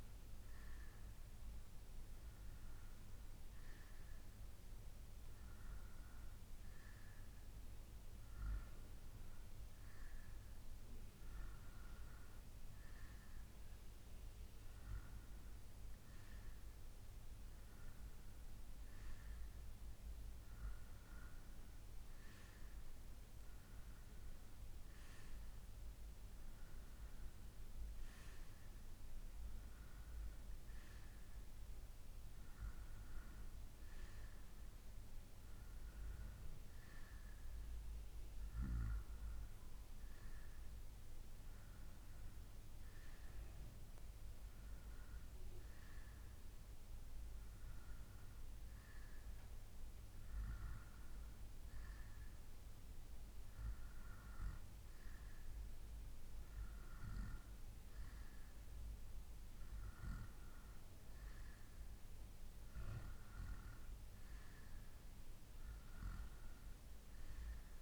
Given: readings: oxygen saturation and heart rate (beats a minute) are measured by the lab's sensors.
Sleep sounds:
breathing in sleep, hard to hear, by a room microphone; none
none scored
From the record:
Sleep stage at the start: N2 (light sleep); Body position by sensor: on the right side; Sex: male

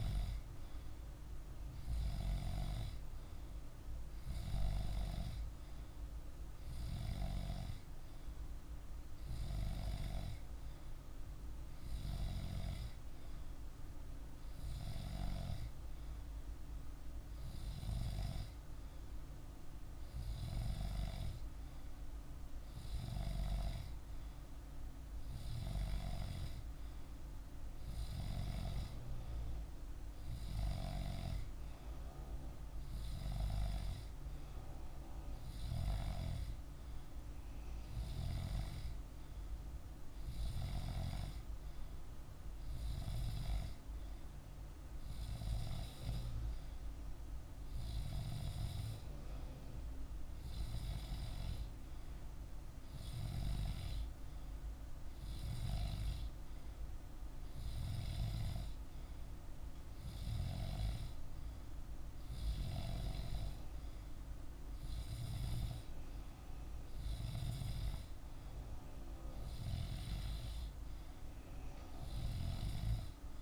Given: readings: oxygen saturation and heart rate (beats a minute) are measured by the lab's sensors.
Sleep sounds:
breathing in sleep by a room microphone; none
none scored
From the record:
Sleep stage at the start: N2 (light sleep); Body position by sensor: on the back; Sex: male

